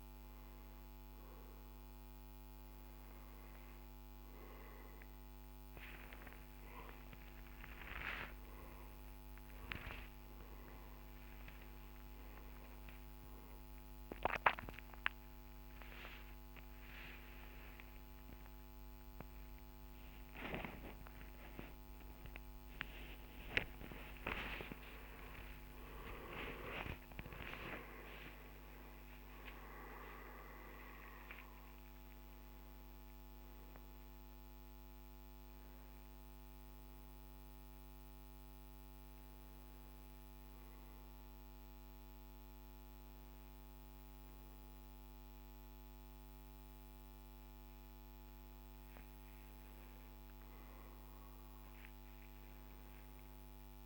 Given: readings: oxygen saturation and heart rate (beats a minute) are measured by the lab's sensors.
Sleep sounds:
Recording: a person awake in a sleep study, by a microphone on the trachea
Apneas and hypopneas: none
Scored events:
12.00-42.00 s: new sleep stage, awake
42.00-53.86 s: new sleep stage, N2 (light sleep)
From the record:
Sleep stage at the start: N2 (light sleep)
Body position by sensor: on the back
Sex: male

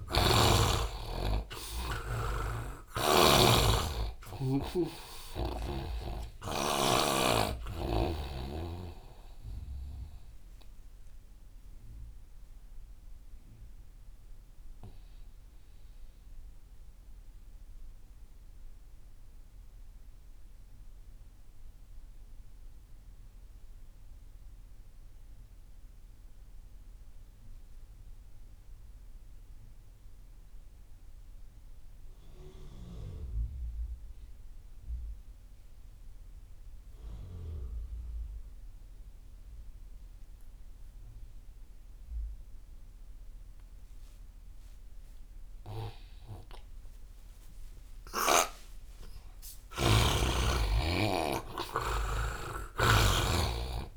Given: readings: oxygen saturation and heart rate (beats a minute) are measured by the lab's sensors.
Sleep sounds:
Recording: breathing in sleep by a room microphone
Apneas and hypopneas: 1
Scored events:
0.00-1.00 s: arousal
0.00-3.50 s: snoring (device-marked)
0.00-22.00 s: oxygen desaturation (device-marked, oxygen 84% lowest)
9.00-46.00 s: obstructive apnea (oxygen 99% before, 75% lowest)
34.00-53.97 s: oxygen desaturation (device-marked, oxygen 99% before, 75% lowest)
48.00-52.00 s: arousal
52.50-53.97 s: snoring (device-marked)
From the record:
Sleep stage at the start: N2 (light sleep)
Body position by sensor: on the right side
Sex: male

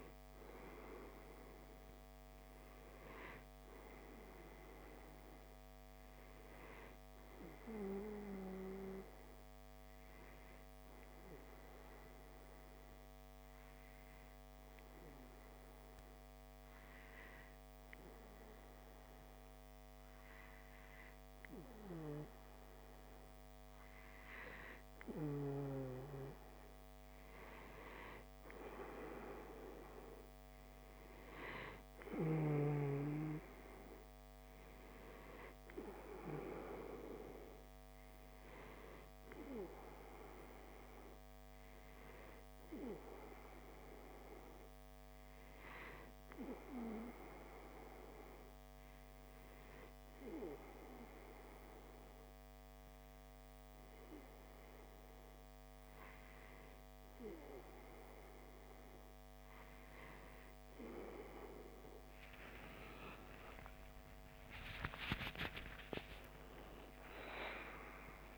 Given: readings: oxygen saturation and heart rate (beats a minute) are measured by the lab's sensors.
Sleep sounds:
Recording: breathing in sleep by a microphone on the trachea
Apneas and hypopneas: 2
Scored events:
9.00-24.00 s: hypopnea (oxygen 96% before, 94% lowest, heart rate 60 before, 58 extreme, up 1 after)
27.00-31.00 s: arousal
47.00-61.50 s: hypopnea (oxygen 96% before, 94% lowest, heart rate 59 before, 58 extreme, up 30 after)
63.00-68.00 s: arousal
From the record:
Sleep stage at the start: N2 (light sleep)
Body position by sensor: on the back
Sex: male

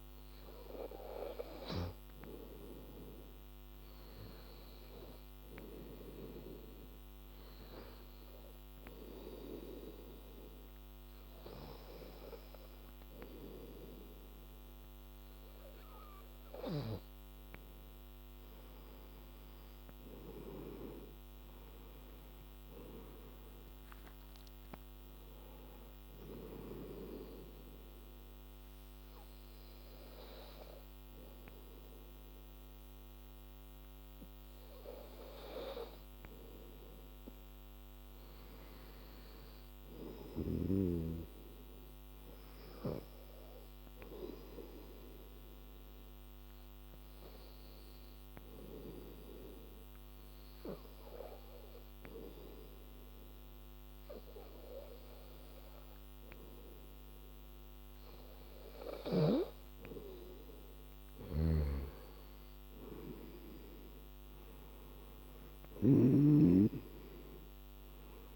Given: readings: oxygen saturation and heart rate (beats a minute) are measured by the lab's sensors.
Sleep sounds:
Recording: breathing in sleep by a microphone on the trachea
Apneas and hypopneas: 2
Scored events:
21.50-25.00 s: arousal
27.00-37.00 s: hypopnea (oxygen 97% before, 94% lowest, heart rate 87 before, 79 extreme, up 3 after)
39.00-42.50 s: arousal
47.00-58.50 s: hypopnea (oxygen 98% before, 91% lowest, heart rate 84 before, 79 extreme, up 11 after)
61.00-66.00 s: snoring (device-marked)
63.50-68.00 s: arousal
From the record:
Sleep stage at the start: N2 (light sleep)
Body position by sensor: on the back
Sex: female

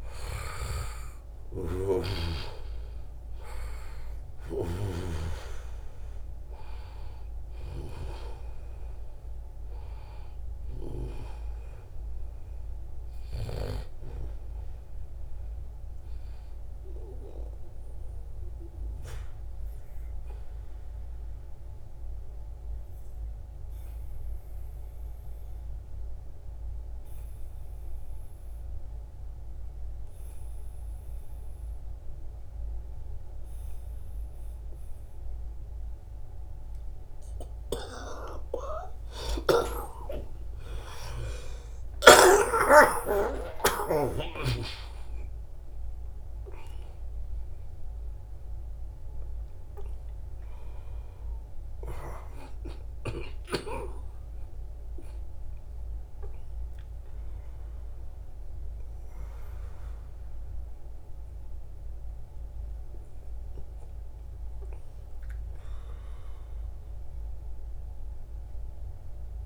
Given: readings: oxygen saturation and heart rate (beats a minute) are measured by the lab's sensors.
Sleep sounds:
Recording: a person partly awake in a sleep study, by a room microphone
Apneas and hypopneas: 1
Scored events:
0.00-1.00 s: arousal
0.00-5.00 s: snoring (device-marked)
0.00-20.50 s: oxygen desaturation (device-marked, oxygen 87% lowest, heart rate 69 extreme)
18.50-20.50 s: long interval between heartbeats (device-marked, heart rate 79 before, 82 extreme)
21.00-38.00 s: obstructive apnea (oxygen 95% before, 91% lowest, heart rate 81 before, 72 extreme, up 50 after)
36.50-69.46 s: new sleep stage, awake
40.00-42.00 s: long interval between heartbeats (device-marked, heart rate 75 before, 90 extreme)
42.50-44.50 s: long interval between heartbeats (device-marked, heart rate 78 before, 113 extreme)
44.50-46.50 s: long interval between heartbeats (device-marked, heart rate 81 before, 118 extreme)
51.50-64.50 s: oxygen desaturation (device-marked, oxygen 96% before, 91% lowest, heart rate 93 before, 93 extreme)
From the record:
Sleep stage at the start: N2 (light sleep)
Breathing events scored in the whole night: 499 in 6.2 hours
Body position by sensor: on the back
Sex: male

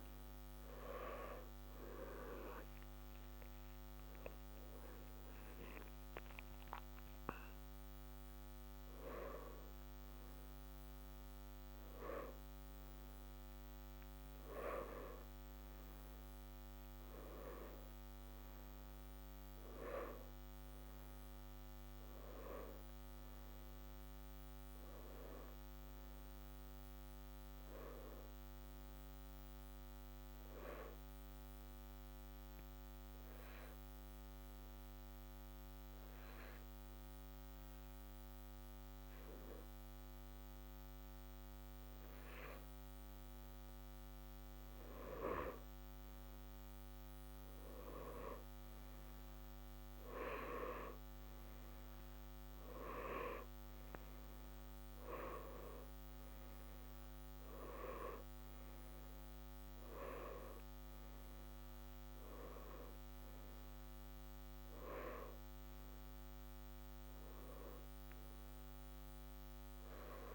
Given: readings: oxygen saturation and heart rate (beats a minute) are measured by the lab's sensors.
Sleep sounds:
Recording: a person partly awake in a sleep study, by a microphone on the trachea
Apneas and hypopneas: 1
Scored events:
8.50-68.50 s: new sleep stage, N1 (lightest sleep)
29.50-44.50 s: obstructive apnea (oxygen 92% before, 88% lowest, heart rate 61 before, 61 extreme, up 0 after)
49.00-53.00 s: arousal
53.50-70.35 s: oxygen desaturation (device-marked, oxygen 92% before, 88% lowest, heart rate 61 before, 61 extreme)
68.50-70.35 s: new sleep stage, N2 (light sleep)
From the record:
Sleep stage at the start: awake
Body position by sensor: on the back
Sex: male

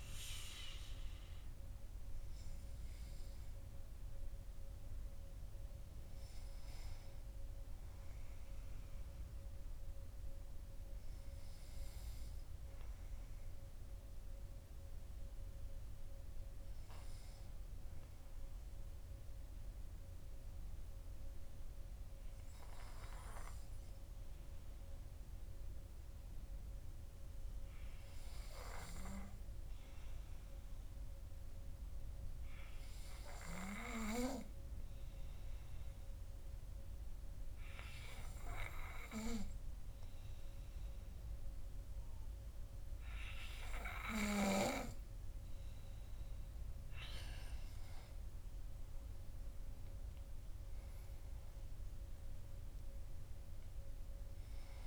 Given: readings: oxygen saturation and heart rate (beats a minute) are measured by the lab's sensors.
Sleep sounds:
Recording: breathing in sleep by a room microphone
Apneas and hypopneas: 1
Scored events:
17.00-44.50 s: hypopnea (oxygen 98% before, 95% lowest, heart rate 51 before, 45 extreme, up 15 after)
47.00-51.50 s: arousal
From the record:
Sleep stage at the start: N2 (light sleep)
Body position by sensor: on the back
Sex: male

